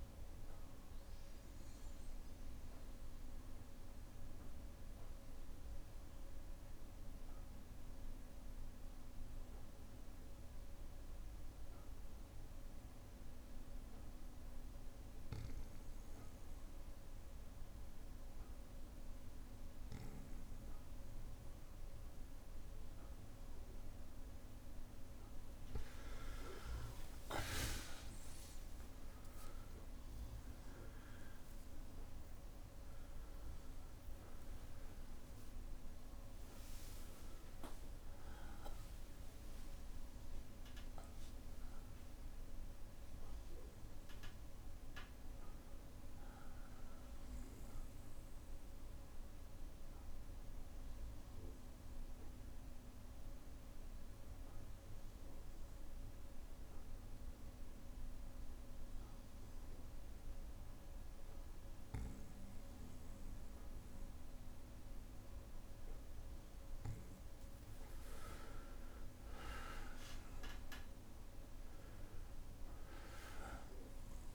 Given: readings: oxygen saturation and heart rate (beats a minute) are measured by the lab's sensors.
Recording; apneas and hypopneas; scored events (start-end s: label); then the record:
breathing in sleep, hard to hear, by a room microphone; 2
1.50-23.50 s: obstructive apnea (oxygen 99% before, 93% lowest, heart rate 74 before, 58 extreme, up 24 after)
3.50-13.50 s: bradycardia (device-marked, heart rate 64 before, 58 extreme)
23.50-52.50 s: oxygen desaturation (device-marked, oxygen 99% before, 93% lowest, heart rate 60 before, 60 extreme)
26.50-28.50 s: long interval between heartbeats (device-marked, heart rate 60 before, 71 extreme)
27.50-33.50 s: arousal
29.00-31.00 s: long interval between heartbeats (device-marked, heart rate 61 before, 82 extreme)
49.50-66.00 s: obstructive apnea (oxygen 98% before, 90% lowest, heart rate 72 before, 60 extreme, up 23 after)
68.00-70.00 s: long interval between heartbeats (device-marked, heart rate 61 before, 78 extreme)
68.50-72.50 s: arousal
71.50-74.35 s: oxygen desaturation (device-marked, oxygen 99% before, 94% lowest, heart rate 65 before, 59 extreme)
From the record:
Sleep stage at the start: N2 (light sleep); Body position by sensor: on the back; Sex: male